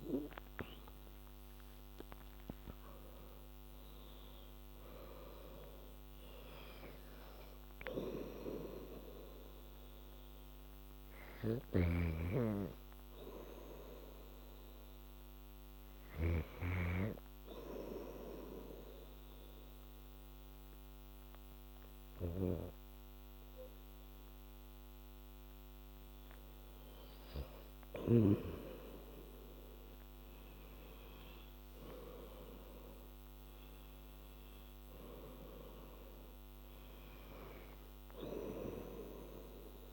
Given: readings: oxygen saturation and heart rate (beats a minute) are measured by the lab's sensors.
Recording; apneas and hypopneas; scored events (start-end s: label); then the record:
breathing in sleep by a microphone on the trachea; 1
0.50-5.00 s: arousal
11.50-16.50 s: snoring (device-marked)
15.50-27.50 s: hypopnea (oxygen 97% before, 93% lowest, heart rate 88 before, 81 extreme, up 10 after)
29.00-33.00 s: arousal
29.00-39.93 s: oxygen desaturation (device-marked, oxygen 98% before, 93% lowest, heart rate 84 before, 81 extreme)
From the record:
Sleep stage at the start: N2 (light sleep); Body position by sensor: on the back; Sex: female